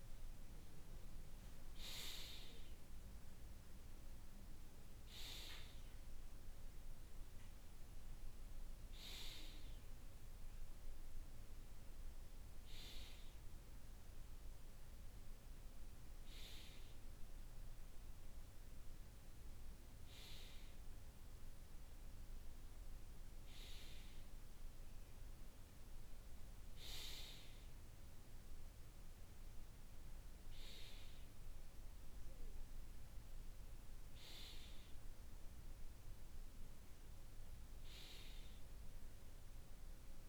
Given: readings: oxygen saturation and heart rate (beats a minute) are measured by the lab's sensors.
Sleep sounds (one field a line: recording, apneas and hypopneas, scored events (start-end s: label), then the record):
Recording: breathing in sleep by a room microphone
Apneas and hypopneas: none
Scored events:
none scored
From the record:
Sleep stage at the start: N2 (light sleep)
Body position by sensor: on the right side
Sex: male